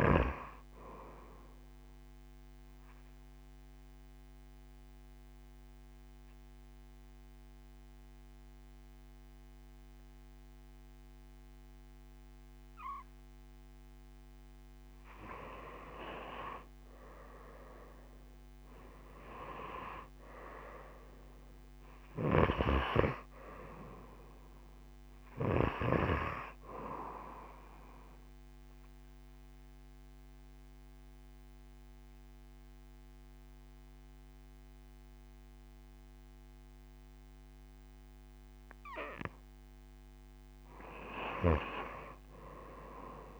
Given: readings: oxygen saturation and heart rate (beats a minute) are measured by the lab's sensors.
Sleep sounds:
breathing in sleep by a microphone on the trachea; 2
0.00-4.00 s: oxygen desaturation (device-marked, oxygen 88% lowest)
1.00-13.50 s: obstructive apnea (oxygen 96% before, 89% lowest)
17.00-22.00 s: arousal
21.00-37.00 s: oxygen desaturation (device-marked, oxygen 96% before, 91% lowest)
22.00-26.00 s: snoring (device-marked)
27.50-39.00 s: obstructive apnea (oxygen 97% before, 84% lowest)
40.50-43.40 s: arousal
From the record:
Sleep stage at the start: N2 (light sleep); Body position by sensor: on the right side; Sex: female

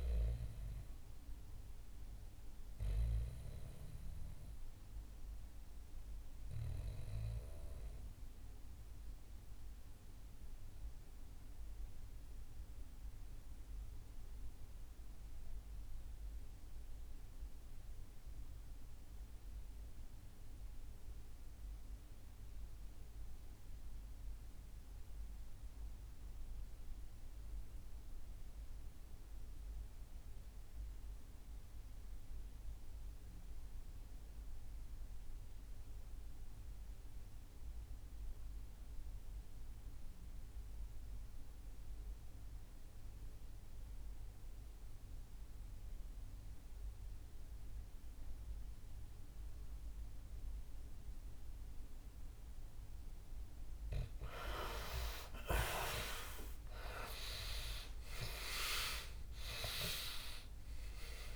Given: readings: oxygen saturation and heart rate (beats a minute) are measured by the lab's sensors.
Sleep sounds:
breathing in sleep by a room microphone; 1
0.00-14.50 s: oxygen desaturation (device-marked, oxygen 91% lowest, heart rate 56 extreme)
1.50-51.50 s: obstructive apnea (oxygen 98% before, 81% lowest, heart rate 69 before, 56 extreme, up 21 after)
35.50-61.36 s: oxygen desaturation (device-marked, oxygen 97% before, 81% lowest, heart rate 58 before, 56 extreme)
54.50-59.00 s: arousal
From the record:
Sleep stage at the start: REM sleep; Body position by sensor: on the back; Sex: male

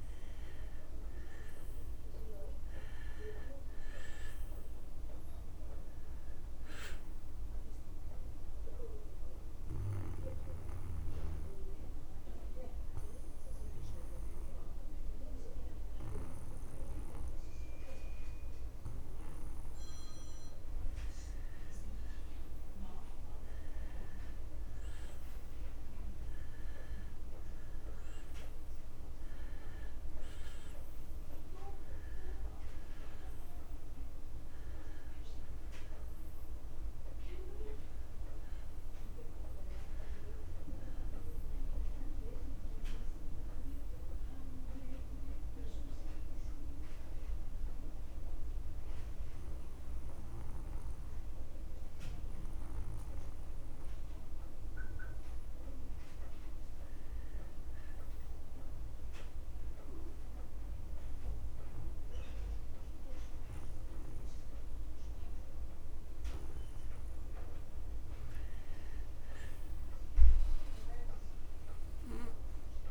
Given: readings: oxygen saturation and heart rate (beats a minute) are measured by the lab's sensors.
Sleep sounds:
breathing in sleep by a room microphone; 2
0.00-25.50 s: oxygen desaturation (device-marked, oxygen 88% lowest)
1.50-3.50 s: long interval between heartbeats (device-marked)
9.00-20.50 s: obstructive apnea (oxygen 98% before, 88% lowest)
14.00-16.00 s: long interval between heartbeats (device-marked)
26.00-30.00 s: arousal
39.50-48.50 s: oxygen desaturation (device-marked, oxygen 95% before, 91% lowest)
46.50-66.50 s: obstructive apnea (oxygen 96% before, 87% lowest)
47.00-49.00 s: long interval between heartbeats (device-marked)
50.00-52.00 s: long interval between heartbeats (device-marked)
66.50-72.91 s: oxygen desaturation (device-marked, oxygen 97% before, 89% lowest)
70.00-72.91 s: arousal
From the record:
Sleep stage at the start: N2 (light sleep); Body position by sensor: on the back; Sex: male

